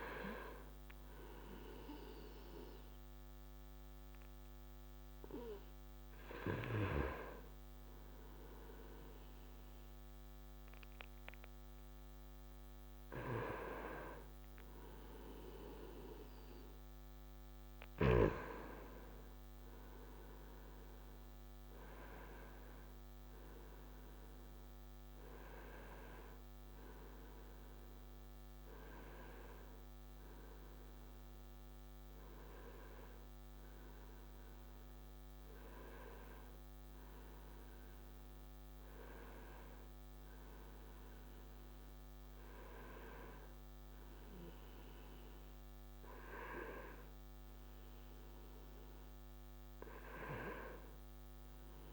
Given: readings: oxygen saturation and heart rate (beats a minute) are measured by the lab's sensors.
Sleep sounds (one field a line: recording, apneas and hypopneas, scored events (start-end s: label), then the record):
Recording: breathing in sleep by a microphone on the trachea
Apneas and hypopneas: none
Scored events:
0.00-12.50 s: oxygen desaturation (device-marked, oxygen 92% lowest)
32.50-51.93 s: new sleep stage, N2 (light sleep)
From the record:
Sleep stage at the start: N1 (lightest sleep)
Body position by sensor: on the right side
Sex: male